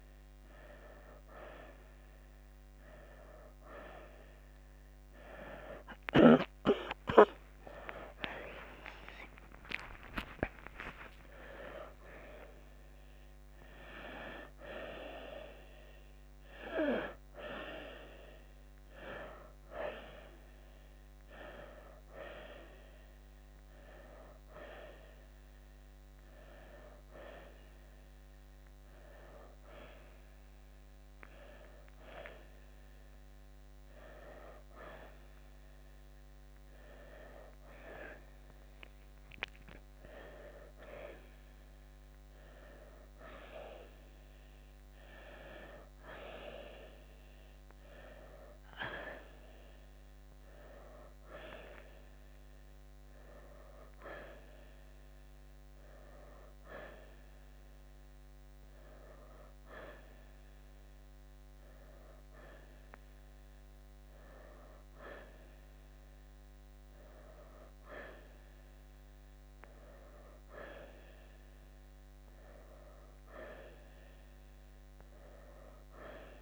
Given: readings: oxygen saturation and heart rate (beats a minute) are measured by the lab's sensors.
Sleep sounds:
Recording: a person partly awake in a sleep study, by a microphone on the trachea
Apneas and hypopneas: none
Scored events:
28.50-76.42 s: new sleep stage, N1 (lightest sleep)
From the record:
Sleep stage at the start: awake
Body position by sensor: on the right side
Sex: male

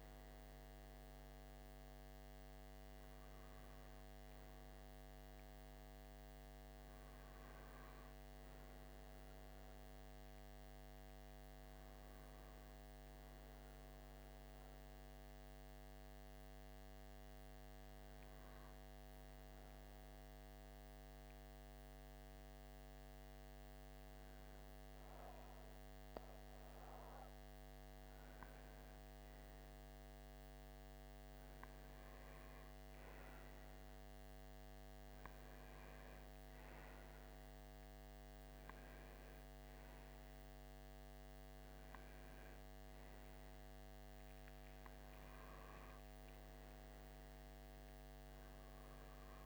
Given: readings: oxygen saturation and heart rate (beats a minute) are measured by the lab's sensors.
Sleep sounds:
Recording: breathing in sleep, hard to hear, by a microphone on the trachea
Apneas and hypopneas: 1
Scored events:
18.50-30.50 s: hypopnea (oxygen 95% before, 90% lowest, heart rate 63 before, 59 extreme, up 5 after)
32.50-35.50 s: arousal
38.50-49.46 s: oxygen desaturation (device-marked, oxygen 95% before, 91% lowest, heart rate 61 before, 61 extreme)
From the record:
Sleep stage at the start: N1 (lightest sleep)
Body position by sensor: on the right side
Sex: male

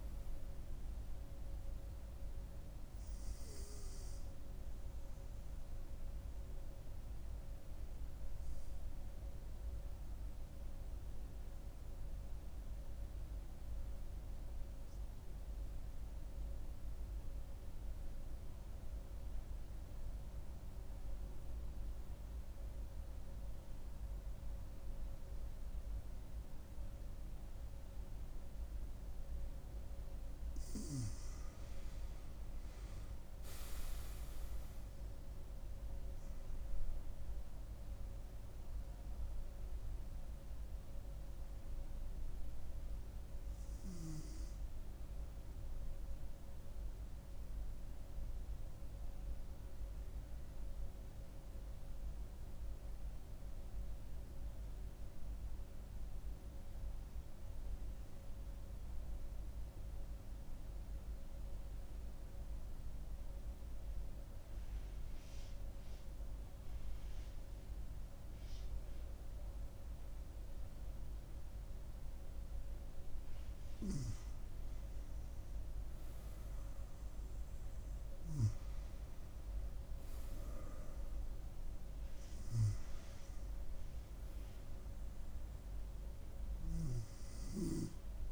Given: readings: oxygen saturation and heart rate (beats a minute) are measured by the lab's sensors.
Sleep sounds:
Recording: breathing in sleep, hard to hear, by a room microphone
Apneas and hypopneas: 2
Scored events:
11.00-31.00 s: obstructive apnea (oxygen 98% before, 94% lowest, heart rate 69 before, 64 extreme, up 5 after)
17.50-22.50 s: oxygen desaturation (device-marked, oxygen 98% before, 95% lowest, heart rate 67 before, 68 extreme)
33.00-36.50 s: arousal
47.00-74.00 s: obstructive apnea (oxygen 99% before, 94% lowest, heart rate 70 before, 64 extreme, up 7 after)
56.50-64.50 s: oxygen desaturation (device-marked, oxygen 98% before, 94% lowest, heart rate 68 before, 65 extreme)
76.00-80.50 s: arousal
From the record:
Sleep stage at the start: N2 (light sleep)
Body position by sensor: on the front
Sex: female

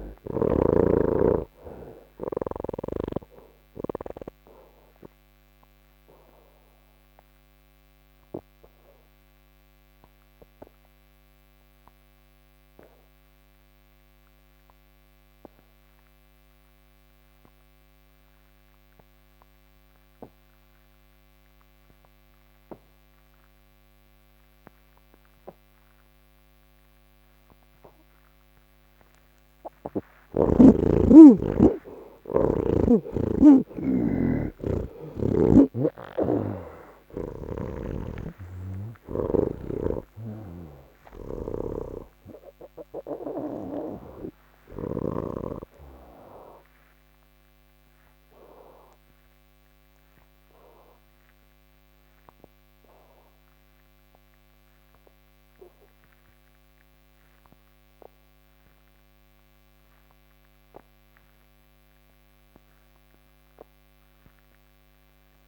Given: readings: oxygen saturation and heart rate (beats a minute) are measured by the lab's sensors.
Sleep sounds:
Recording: breathing in sleep by a microphone on the trachea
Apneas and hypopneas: none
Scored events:
0.00-2.50 s: snoring (device-marked)
10.50-19.50 s: oxygen desaturation (device-marked, oxygen 92% before, 79% lowest, heart rate 77 before, 70 extreme)
30.50-36.50 s: oxygen desaturation (device-marked, oxygen 93% before, 89% lowest, heart rate 71 before, 69 extreme)
37.50-45.00 s: snoring (device-marked)
44.50-62.50 s: oxygen desaturation (device-marked, oxygen 93% before, 86% lowest, heart rate 76 before, 69 extreme)
61.50-65.48 s: new sleep stage, N3 (deep sleep)
From the record:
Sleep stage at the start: N1 (lightest sleep)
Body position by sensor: on the back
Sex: male

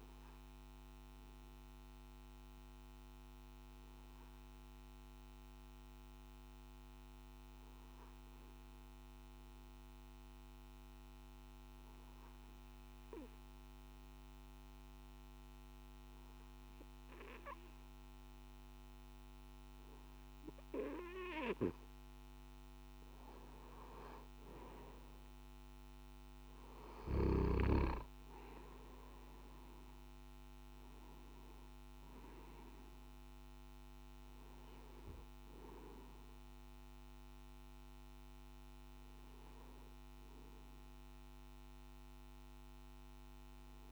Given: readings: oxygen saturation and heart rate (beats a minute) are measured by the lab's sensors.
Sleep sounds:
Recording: breathing in sleep by a microphone on the trachea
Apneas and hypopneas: 1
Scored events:
0.00-16.00 s: oxygen desaturation (device-marked, oxygen 92% lowest, heart rate 53 extreme)
0.50-18.50 s: obstructive apnea (oxygen 98% before, 92% lowest, heart rate 58 before, 52 extreme, up 6 after)
31.00-43.92 s: oxygen desaturation (device-marked, oxygen 97% before, 93% lowest, heart rate 57 before, 52 extreme)
From the record:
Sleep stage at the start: N1 (lightest sleep)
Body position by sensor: on the back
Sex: male

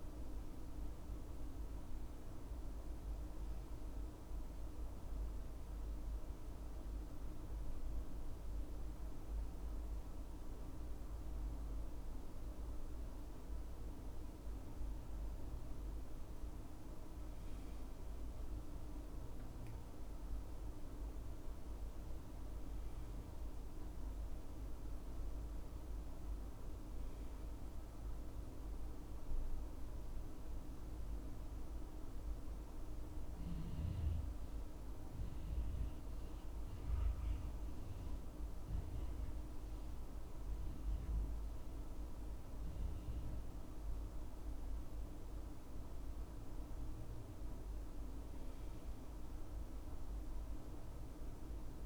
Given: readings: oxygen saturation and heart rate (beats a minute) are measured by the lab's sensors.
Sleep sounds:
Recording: breathing in sleep, hard to hear, by a room microphone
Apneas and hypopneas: 2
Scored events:
0.00-9.00 s: oxygen desaturation (device-marked, oxygen 99% before, 94% lowest, heart rate 73 before, 66 extreme)
4.50-15.00 s: central apnea (oxygen 100% before, 92% lowest, heart rate 72 before, 65 extreme, up 10 after)
18.50-23.00 s: arousal
24.00-44.00 s: oxygen desaturation (device-marked, oxygen 96% before, 92% lowest, heart rate 70 before, 65 extreme)
37.00-47.00 s: central apnea (oxygen 96% before, 86% lowest, heart rate 70 before, 65 extreme, up 5 after)
49.00-51.86 s: arousal
From the record:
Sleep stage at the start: N2 (light sleep)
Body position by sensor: on the back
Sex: male

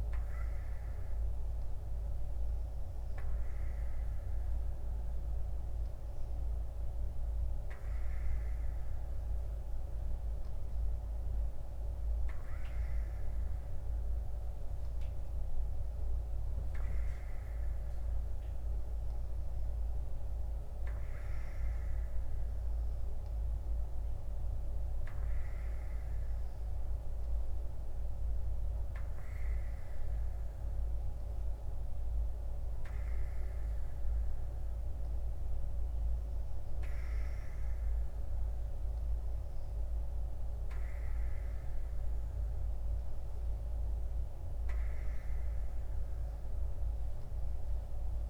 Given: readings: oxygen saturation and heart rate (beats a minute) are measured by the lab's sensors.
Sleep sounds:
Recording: breathing in sleep, hard to hear, by a room microphone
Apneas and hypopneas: none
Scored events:
none scored
From the record:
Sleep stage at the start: N2 (light sleep)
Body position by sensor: on the right side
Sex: female

